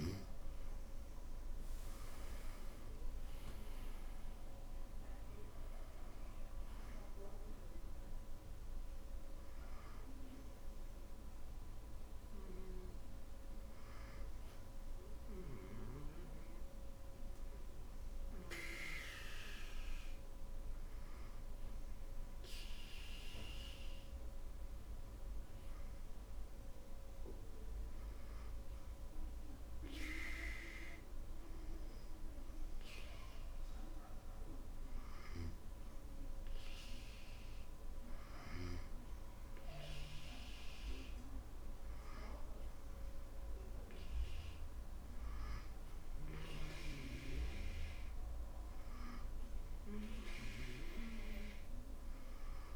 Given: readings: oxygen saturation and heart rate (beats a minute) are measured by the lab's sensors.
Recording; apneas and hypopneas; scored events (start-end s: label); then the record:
breathing in sleep by a room microphone; 1
26.00-40.50 s: hypopnea (oxygen 96% before, 94% lowest, heart rate 62 before, 58 extreme, up 2 after)
42.50-45.50 s: arousal
From the record:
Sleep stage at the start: N2 (light sleep); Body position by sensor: on the back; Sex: male